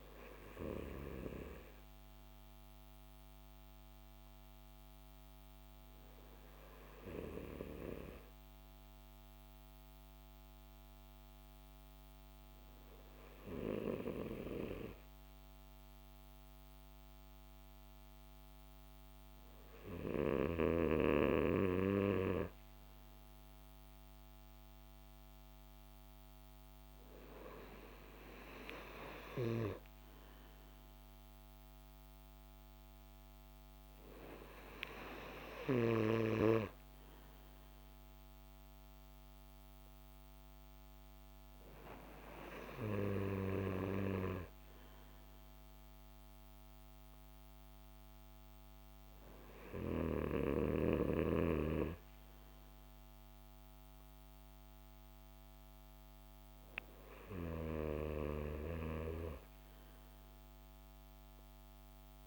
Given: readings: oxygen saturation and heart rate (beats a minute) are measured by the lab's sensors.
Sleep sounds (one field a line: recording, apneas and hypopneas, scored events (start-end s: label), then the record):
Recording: breathing in sleep by a microphone on the trachea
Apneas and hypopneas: none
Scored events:
none scored
From the record:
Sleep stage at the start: N2 (light sleep)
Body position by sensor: on the back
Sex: male